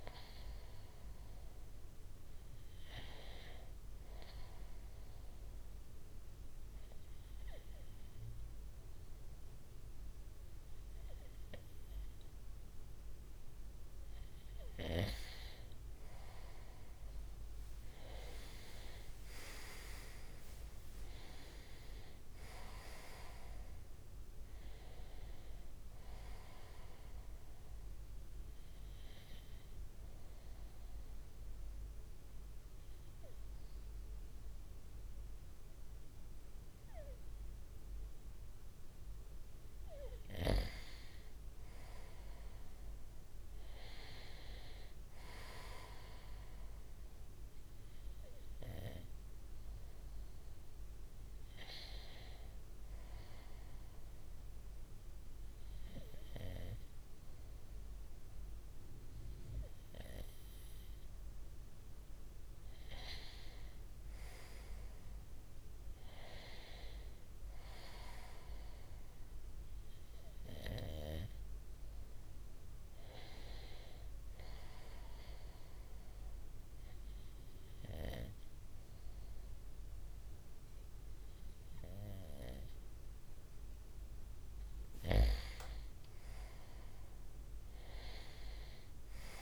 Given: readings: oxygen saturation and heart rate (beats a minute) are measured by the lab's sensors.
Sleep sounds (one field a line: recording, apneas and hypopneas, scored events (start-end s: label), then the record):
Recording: breathing in sleep by a room microphone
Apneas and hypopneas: 4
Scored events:
3.00-14.00 s: obstructive apnea (oxygen 96% before, 94% lowest, heart rate 64 before, 59 extreme, up 6 after)
17.00-21.50 s: arousal
26.50-39.50 s: obstructive apnea (oxygen 96% before, 94% lowest, heart rate 66 before, 58 extreme, up 5 after)
40.00-43.50 s: arousal
52.00-63.00 s: obstructive apnea (oxygen 97% before, 94% lowest, heart rate 61 before, 61 extreme, up 4 after)
65.50-68.50 s: arousal
73.00-84.50 s: obstructive apnea (oxygen 96% before, 94% lowest, heart rate 62 before, 59 extreme, up 3 after)
86.50-89.42 s: arousal
From the record:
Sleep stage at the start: N2 (light sleep)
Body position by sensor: on the front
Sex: male